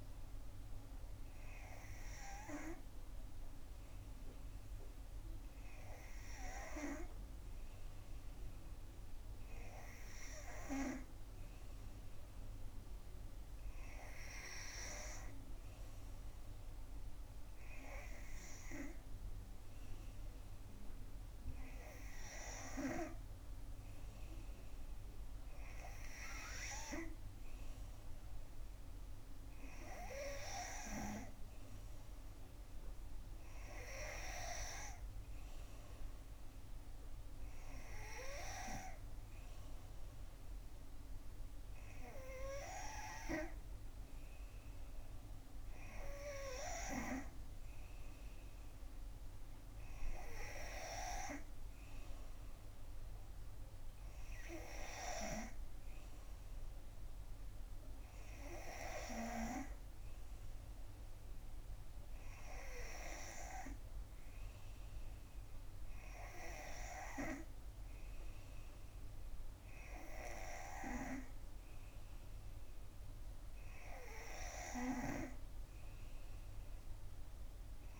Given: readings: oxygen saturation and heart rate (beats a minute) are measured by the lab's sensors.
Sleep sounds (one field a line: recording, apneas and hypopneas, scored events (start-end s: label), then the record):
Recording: breathing in sleep by a room microphone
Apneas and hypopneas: none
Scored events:
none scored
From the record:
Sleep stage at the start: N3 (deep sleep)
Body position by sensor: on the back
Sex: female